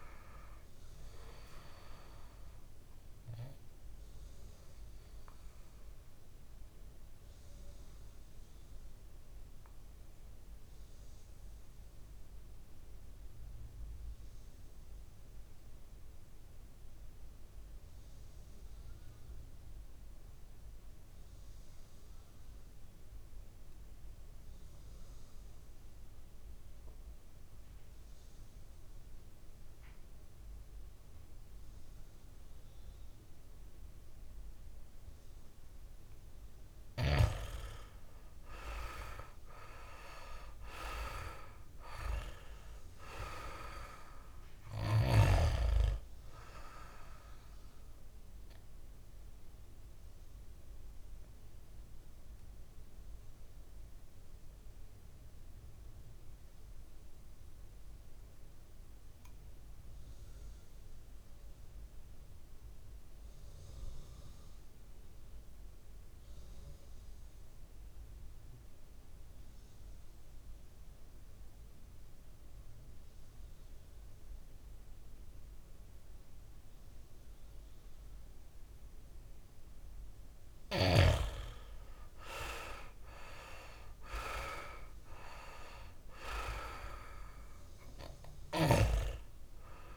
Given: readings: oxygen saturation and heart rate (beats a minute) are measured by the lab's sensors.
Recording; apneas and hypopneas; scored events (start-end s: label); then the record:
breathing in sleep by a room microphone; 2
0.00-19.00 s: oxygen desaturation (device-marked, oxygen 88% lowest, heart rate 52 extreme)
6.00-38.00 s: mixed apnea (oxygen 99% before, 87% lowest, heart rate 63 before, 54 extreme, up 6 after)
34.00-60.00 s: oxygen desaturation (device-marked, oxygen 99% before, 87% lowest, heart rate 59 before, 57 extreme)
39.50-43.50 s: arousal
49.00-79.50 s: obstructive apnea (oxygen 100% before, 87% lowest, heart rate 62 before, 55 extreme, up 7 after)
77.00-89.97 s: oxygen desaturation (device-marked, oxygen 99% before, 87% lowest, heart rate 61 before, 55 extreme)
82.50-86.50 s: arousal
From the record:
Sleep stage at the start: N2 (light sleep); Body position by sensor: on the back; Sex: male